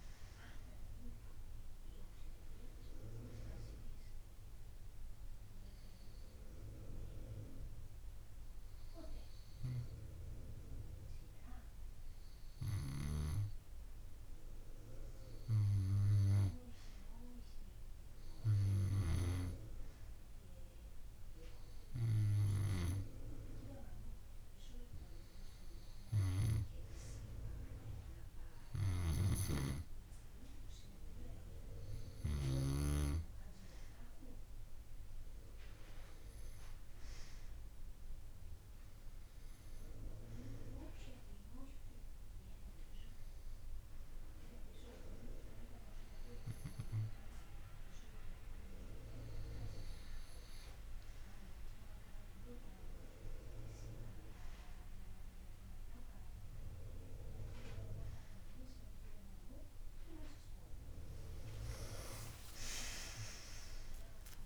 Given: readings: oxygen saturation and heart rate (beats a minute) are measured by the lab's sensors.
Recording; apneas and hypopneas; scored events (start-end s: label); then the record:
breathing in sleep by a room microphone; none
none scored
From the record:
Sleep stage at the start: N2 (light sleep); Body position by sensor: on the right side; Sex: female